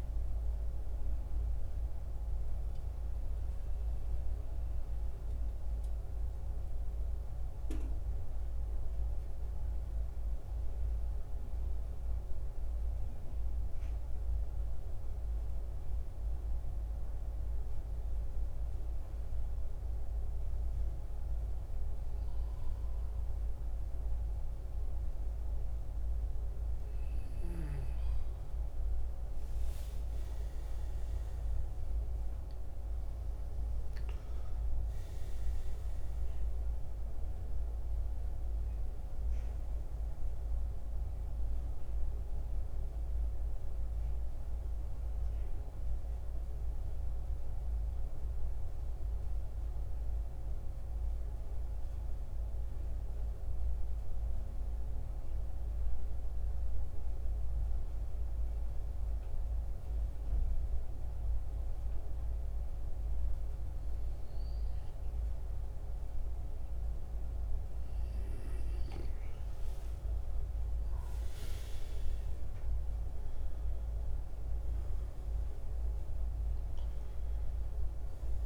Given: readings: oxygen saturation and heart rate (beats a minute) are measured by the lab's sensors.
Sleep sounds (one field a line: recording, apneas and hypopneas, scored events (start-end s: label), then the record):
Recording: breathing in sleep, hard to hear, by a room microphone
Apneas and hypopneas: 2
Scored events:
0.00-8.00 s: oxygen desaturation (device-marked, oxygen 85% lowest, heart rate 65 extreme)
10.00-20.50 s: central apnea (oxygen 92% before, 85% lowest, heart rate 74 before, 65 extreme, up 2 after)
27.00-57.00 s: oxygen desaturation (device-marked, oxygen 93% before, 85% lowest, heart rate 67 before, 67 extreme)
28.50-33.50 s: arousal
52.50-66.00 s: mixed apnea (oxygen 91% before, 84% lowest, heart rate 77 before, 67 extreme, up 10 after)
69.00-73.00 s: arousal
69.00-78.46 s: oxygen desaturation (device-marked, oxygen 93% before, 84% lowest, heart rate 69 before, 64 extreme)
From the record:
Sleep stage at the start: N2 (light sleep)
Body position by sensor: on the back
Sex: male